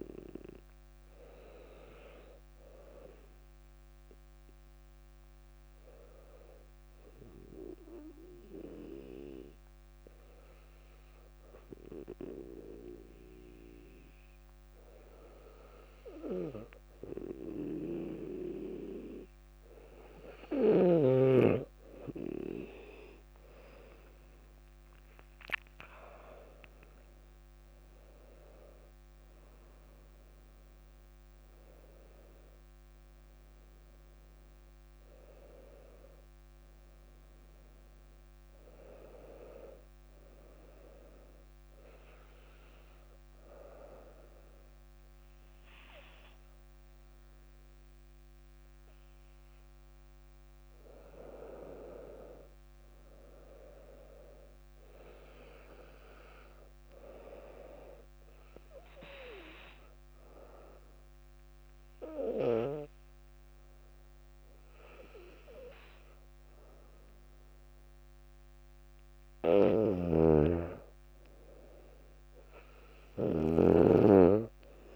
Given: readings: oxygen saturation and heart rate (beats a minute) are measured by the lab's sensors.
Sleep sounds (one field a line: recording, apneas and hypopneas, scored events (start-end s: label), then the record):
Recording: breathing in sleep by a microphone on the trachea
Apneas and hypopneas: 3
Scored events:
0.00-4.50 s: oxygen desaturation (device-marked, oxygen 96% lowest, heart rate 57 extreme)
3.00-20.50 s: obstructive apnea (oxygen 99% before, 97% lowest, heart rate 60 before, 57 extreme, up 6 after)
24.50-30.00 s: arousal
42.00-52.00 s: obstructive apnea (oxygen 99% before, 95% lowest, heart rate 61 before, 55 extreme, up 2 after)
53.50-56.00 s: arousal
59.50-69.50 s: obstructive apnea (oxygen 99% before, 95% lowest, heart rate 57 before, 57 extreme, up 2 after)
69.50-74.95 s: snoring (device-marked)
72.00-74.95 s: arousal
From the record:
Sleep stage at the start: N2 (light sleep)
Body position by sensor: on the back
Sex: female